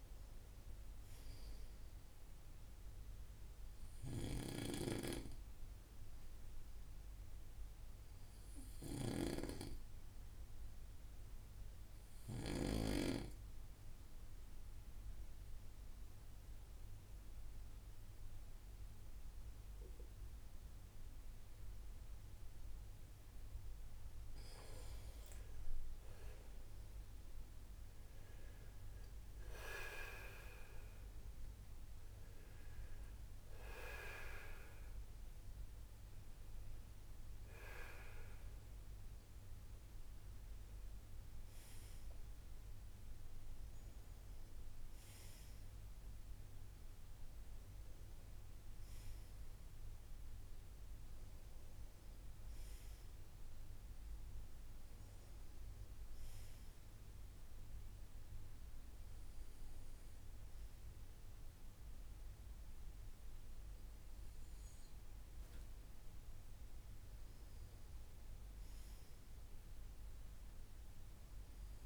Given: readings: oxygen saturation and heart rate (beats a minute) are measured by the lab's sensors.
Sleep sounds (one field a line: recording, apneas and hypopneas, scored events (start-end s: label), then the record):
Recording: breathing in sleep by a room microphone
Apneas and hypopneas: 1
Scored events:
3.00-23.00 s: obstructive apnea (oxygen 95% before, 91% lowest, heart rate 60 before, 58 extreme, up 6 after)
22.00-44.00 s: oxygen desaturation (device-marked, oxygen 95% before, 92% lowest, heart rate 59 before, 56 extreme)
25.00-28.50 s: arousal
65.50-68.50 s: arousal
From the record:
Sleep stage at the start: N2 (light sleep)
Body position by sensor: on the right side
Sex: male